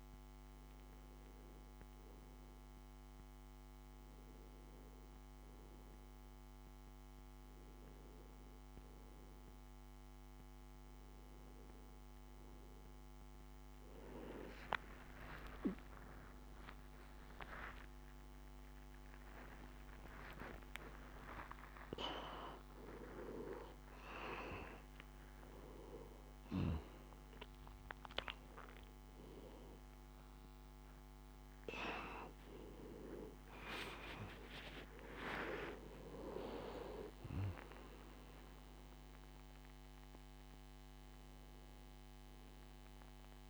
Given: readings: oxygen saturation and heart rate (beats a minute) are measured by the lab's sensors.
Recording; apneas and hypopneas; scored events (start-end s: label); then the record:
a person partly awake in a sleep study, by a microphone on the trachea; none
23.00-43.49 s: new sleep stage, awake
From the record:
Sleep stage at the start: N2 (light sleep); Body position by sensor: on the back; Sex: male